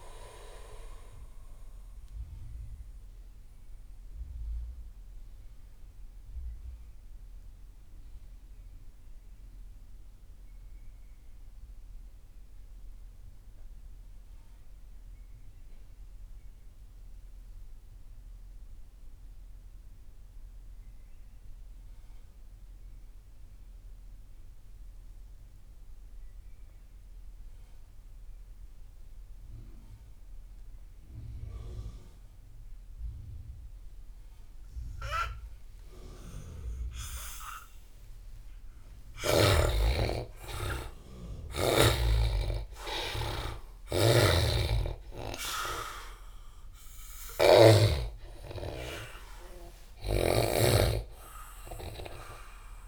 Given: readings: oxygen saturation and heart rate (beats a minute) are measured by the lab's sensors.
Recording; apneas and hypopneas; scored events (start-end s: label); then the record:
breathing in sleep by a room microphone; 1
0.00-16.50 s: oxygen desaturation (device-marked, oxygen 72% lowest)
1.50-38.50 s: mixed apnea (oxygen 97% before, 72% lowest)
32.50-52.88 s: oxygen desaturation (device-marked, oxygen 98% before, 77% lowest)
38.50-43.50 s: arousal
43.50-47.50 s: snoring (device-marked)
From the record:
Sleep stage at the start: N2 (light sleep); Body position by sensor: on the back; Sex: male